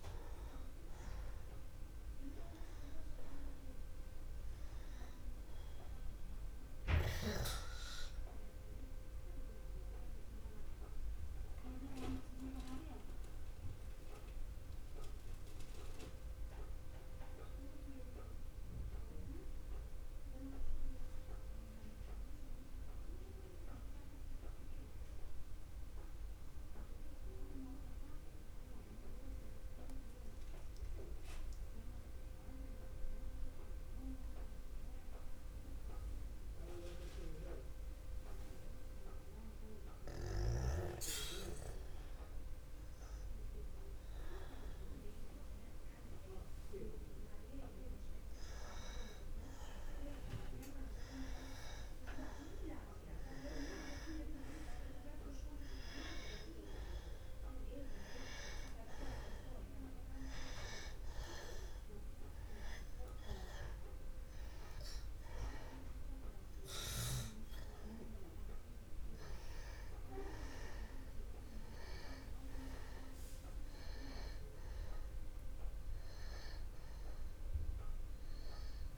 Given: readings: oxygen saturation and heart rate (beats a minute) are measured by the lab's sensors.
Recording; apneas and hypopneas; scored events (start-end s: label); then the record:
breathing in sleep by a room microphone; 1
0.00-27.00 s: oxygen desaturation (device-marked, oxygen 87% lowest, heart rate 63 extreme)
5.50-9.50 s: arousal
12.00-49.00 s: mixed apnea (oxygen 98% before, 87% lowest, heart rate 64 before, 62 extreme, up 9 after)
50.50-55.00 s: arousal
51.00-78.98 s: oxygen desaturation (device-marked, oxygen 97% before, 89% lowest, heart rate 63 before, 61 extreme)
From the record:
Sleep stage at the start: N2 (light sleep); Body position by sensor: on the back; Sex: male